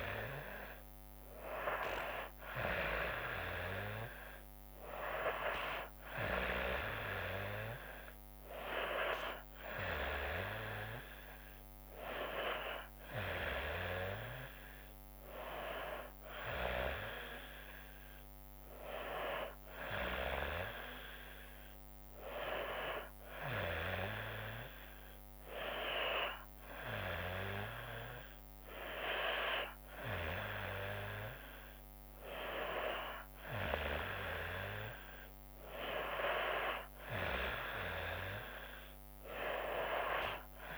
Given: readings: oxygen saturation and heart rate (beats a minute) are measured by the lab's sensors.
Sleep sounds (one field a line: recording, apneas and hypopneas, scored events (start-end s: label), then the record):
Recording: breathing in sleep by a microphone on the trachea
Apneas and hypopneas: none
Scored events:
none scored
From the record:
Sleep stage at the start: N2 (light sleep)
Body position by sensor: on the back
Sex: female